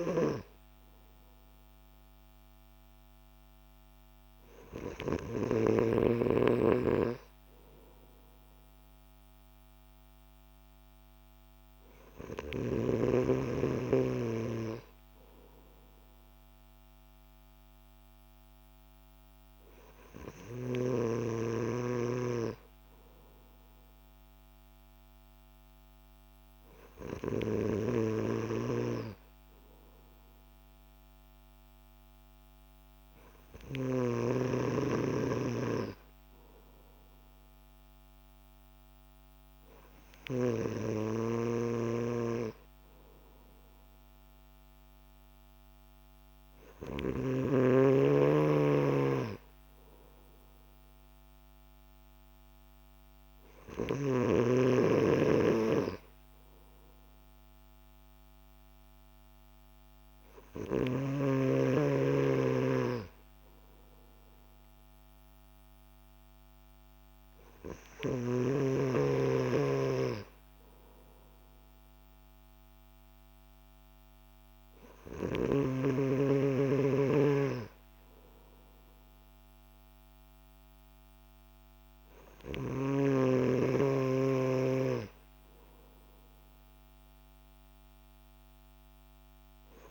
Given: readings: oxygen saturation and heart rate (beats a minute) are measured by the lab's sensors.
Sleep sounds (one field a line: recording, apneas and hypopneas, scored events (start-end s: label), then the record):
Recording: breathing in sleep by a microphone on the trachea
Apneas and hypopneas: none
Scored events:
none scored
From the record:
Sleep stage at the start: N3 (deep sleep)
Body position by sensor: on the back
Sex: male